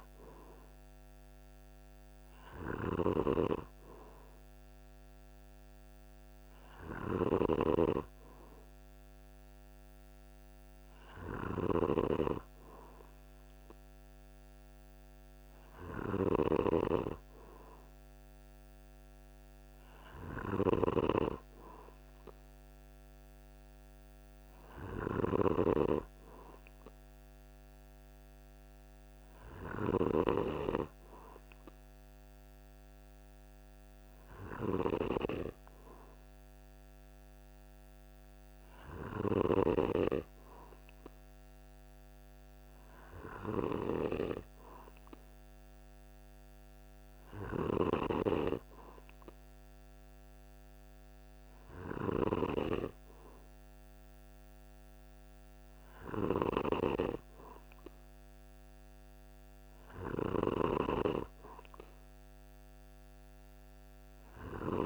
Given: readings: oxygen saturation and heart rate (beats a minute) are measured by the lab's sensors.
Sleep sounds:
breathing in sleep by a microphone on the trachea; none
2.00-29.50 s: snoring (device-marked)
From the record:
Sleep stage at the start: N2 (light sleep); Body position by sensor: on the back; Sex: male

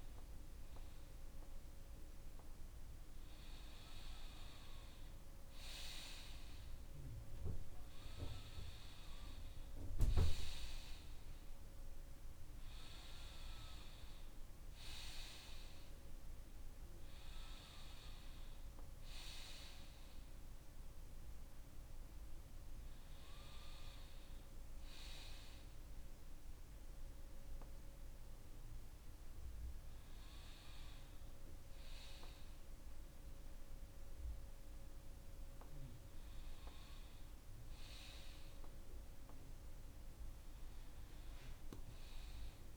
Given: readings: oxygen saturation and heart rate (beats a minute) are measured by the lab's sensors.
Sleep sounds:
breathing in sleep by a room microphone; none
none scored
From the record:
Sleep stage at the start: N2 (light sleep); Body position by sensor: on the front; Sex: male

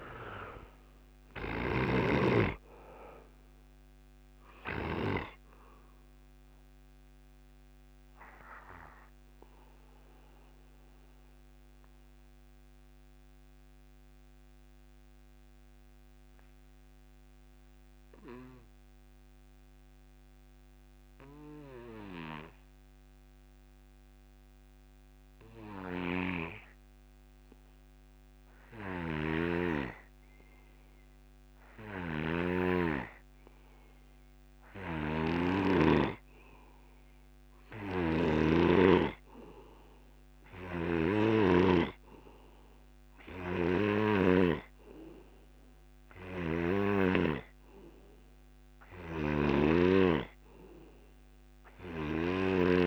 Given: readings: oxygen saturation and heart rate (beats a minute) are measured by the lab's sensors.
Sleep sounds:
breathing in sleep by a microphone on the trachea; 1
0.00-24.50 s: oxygen desaturation (device-marked, oxygen 82% lowest)
8.00-38.50 s: mixed apnea (oxygen 98% before, 82% lowest, heart rate 41 before, 66 extreme, up 16 after)
38.50-52.87 s: oxygen desaturation (device-marked, oxygen 97% before, 87% lowest)
40.50-45.00 s: arousal
From the record:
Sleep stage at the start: N2 (light sleep); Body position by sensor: on the back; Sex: male

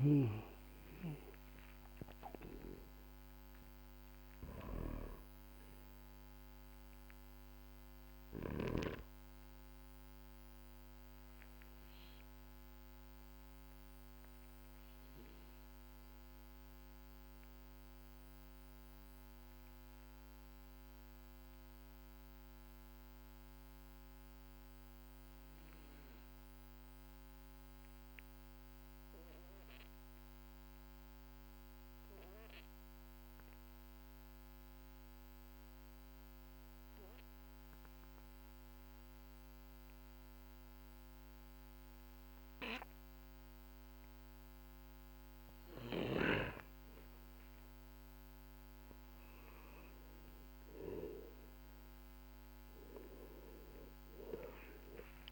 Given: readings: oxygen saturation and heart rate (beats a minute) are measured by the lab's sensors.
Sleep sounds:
breathing in sleep by a microphone on the trachea; 1
0.00-8.50 s: snoring (device-marked)
9.50-46.50 s: obstructive apnea (oxygen 99% before, 91% lowest, heart rate 58 before, 46 extreme, up 14 after)
49.50-54.00 s: arousal
50.50-55.32 s: oxygen desaturation (device-marked, oxygen 98% before, 91% lowest, heart rate 58 before, 46 extreme)
From the record:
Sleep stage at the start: N2 (light sleep); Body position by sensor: on the back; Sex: male

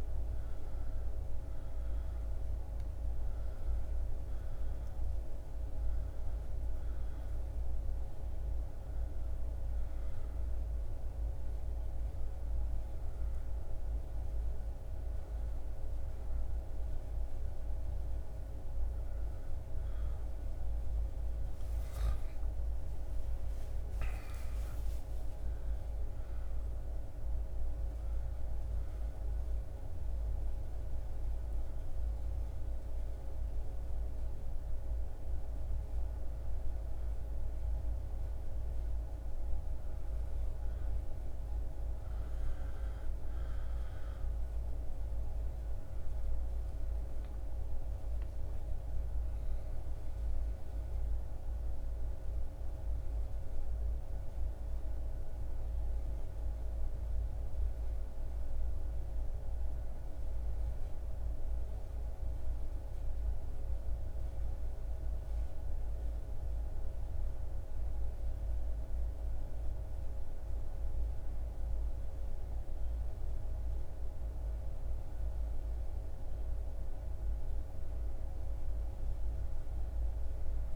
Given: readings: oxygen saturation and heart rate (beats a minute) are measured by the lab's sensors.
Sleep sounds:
breathing in sleep, hard to hear, by a room microphone; 2
0.00-2.00 s: arousal
8.00-19.00 s: obstructive apnea (oxygen 99% before, 95% lowest, heart rate 76 before, 78 extreme, up 7 after)
21.00-24.50 s: arousal
28.00-41.50 s: hypopnea (oxygen 98% before, 95% lowest, heart rate 79 before, 78 extreme, up 1 after)
43.50-47.00 s: arousal
From the record:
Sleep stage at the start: N2 (light sleep); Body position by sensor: on the back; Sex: male

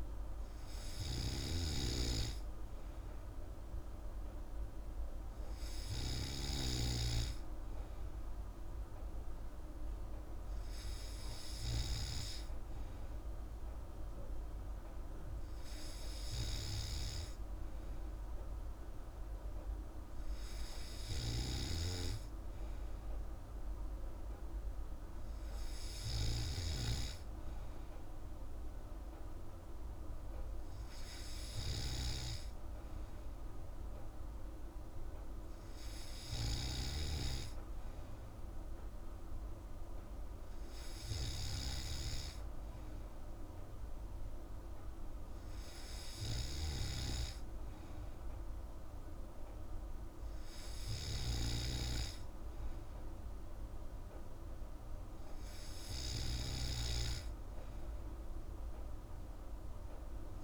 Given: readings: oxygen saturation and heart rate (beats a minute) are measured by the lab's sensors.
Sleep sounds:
breathing in sleep by a room microphone; none
none scored
From the record:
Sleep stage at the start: N3 (deep sleep); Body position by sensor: on the back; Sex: female

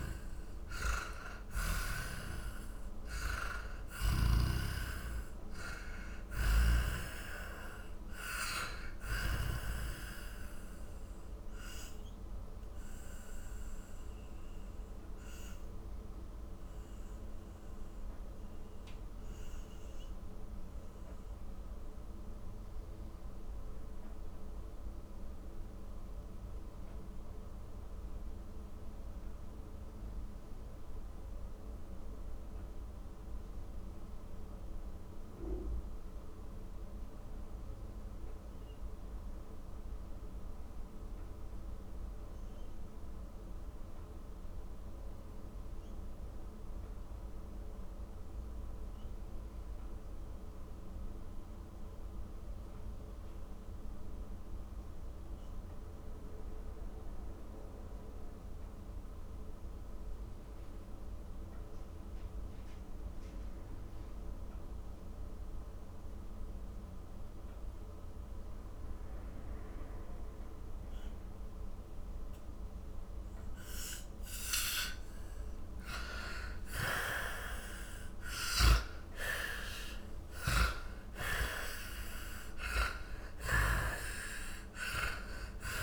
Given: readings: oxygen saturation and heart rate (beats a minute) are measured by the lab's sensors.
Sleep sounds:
breathing in sleep by a room microphone; 1
0.00-36.50 s: oxygen desaturation (device-marked, oxygen 76% lowest, heart rate 46 extreme)
4.00-9.50 s: snoring (device-marked)
12.50-75.50 s: mixed apnea (oxygen 95% before, 76% lowest, heart rate 63 before, 46 extreme, up 14 after)
62.50-85.83 s: oxygen desaturation (device-marked, oxygen 97% before, 77% lowest, heart rate 50 before, 43 extreme)
76.00-80.50 s: arousal
78.00-83.50 s: snoring (device-marked)
From the record:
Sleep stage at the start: N2 (light sleep); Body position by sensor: on the back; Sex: male

